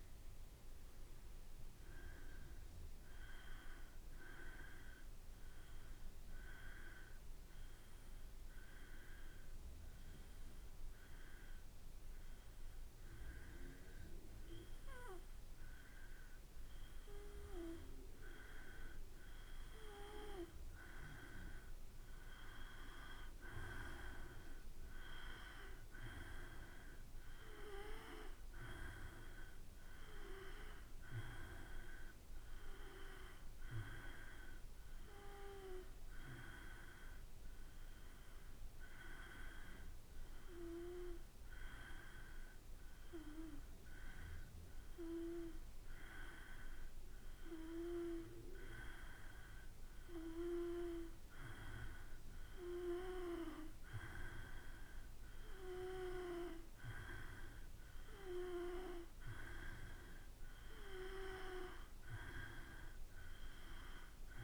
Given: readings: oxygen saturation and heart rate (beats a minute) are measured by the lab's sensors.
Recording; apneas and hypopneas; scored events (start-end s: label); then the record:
breathing in sleep by a room microphone; 2
0.00-5.00 s: drop in pulse transit time (device-marked, heart rate 56 extreme)
0.00-8.00 s: oxygen desaturation (device-marked, oxygen 90% lowest, heart rate 53 extreme)
6.00-19.00 s: hypopnea (oxygen 95% before, 90% lowest, heart rate 57 before, 53 extreme, up 4 after)
20.50-24.50 s: arousal
25.00-44.00 s: oxygen desaturation (device-marked, oxygen 95% before, 90% lowest, heart rate 55 before, 54 extreme)
36.00-49.50 s: hypopnea (oxygen 95% before, 91% lowest, heart rate 56 before, 54 extreme, up 4 after)
51.50-55.50 s: arousal
From the record:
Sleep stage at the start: N2 (light sleep); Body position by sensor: on the back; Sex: male